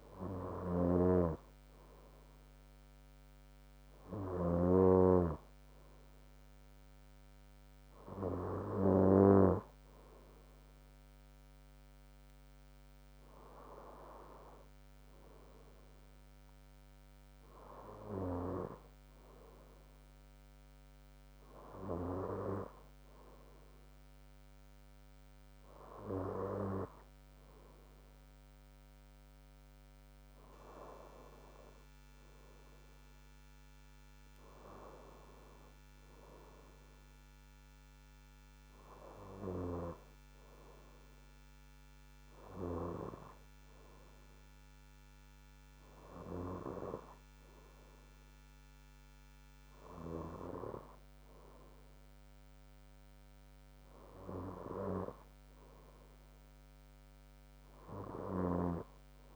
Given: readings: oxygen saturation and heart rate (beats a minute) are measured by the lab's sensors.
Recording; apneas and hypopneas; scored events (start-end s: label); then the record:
breathing in sleep by a microphone on the trachea; none
1.00-5.00 s: snoring (device-marked)
9.50-19.50 s: bradycardia (device-marked, heart rate 62 before, 55 extreme)
30.50-32.50 s: bradycardia (device-marked, heart rate 62 before, 60 extreme)
37.50-47.50 s: bradycardia (device-marked, heart rate 62 before, 57 extreme)
From the record:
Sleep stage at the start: N2 (light sleep); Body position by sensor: on the front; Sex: female